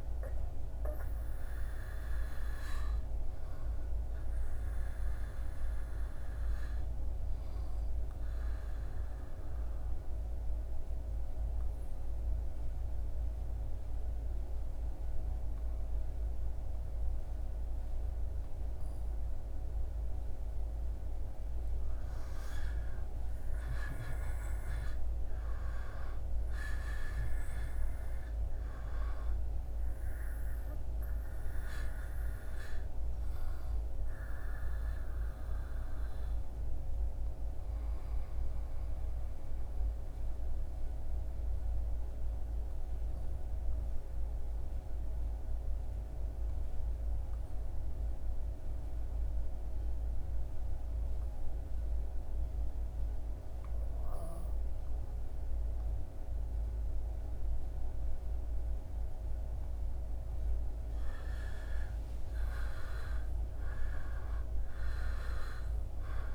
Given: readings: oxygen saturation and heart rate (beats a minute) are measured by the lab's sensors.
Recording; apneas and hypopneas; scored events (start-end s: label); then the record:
breathing in sleep, hard to hear, by a room microphone; 2
5.00-19.50 s: obstructive apnea (oxygen 99% before, 91% lowest, heart rate 78 before, 76 extreme, up 6 after)
22.50-27.00 s: arousal
33.00-59.00 s: obstructive apnea (oxygen 99% before, 91% lowest, heart rate 79 before, 77 extreme, up 6 after)
56.50-66.35 s: oxygen desaturation (device-marked, oxygen 99% before, 91% lowest, heart rate 79 before, 73 extreme)
61.00-64.50 s: arousal
From the record:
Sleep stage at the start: N2 (light sleep); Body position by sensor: on the back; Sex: male